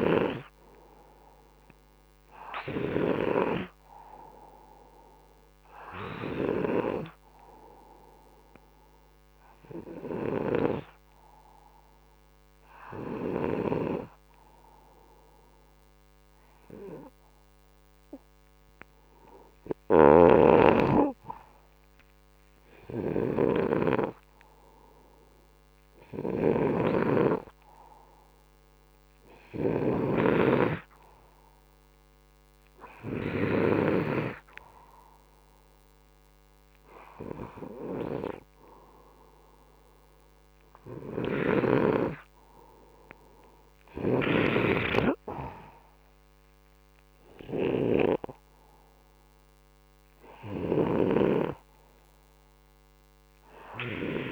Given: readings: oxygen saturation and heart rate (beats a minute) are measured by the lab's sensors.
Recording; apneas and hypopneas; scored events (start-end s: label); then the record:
breathing in sleep by a microphone on the trachea; none
19.50-33.50 s: snoring (device-marked)
20.00-23.50 s: arousal
From the record:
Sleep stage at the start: N2 (light sleep); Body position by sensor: upright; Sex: male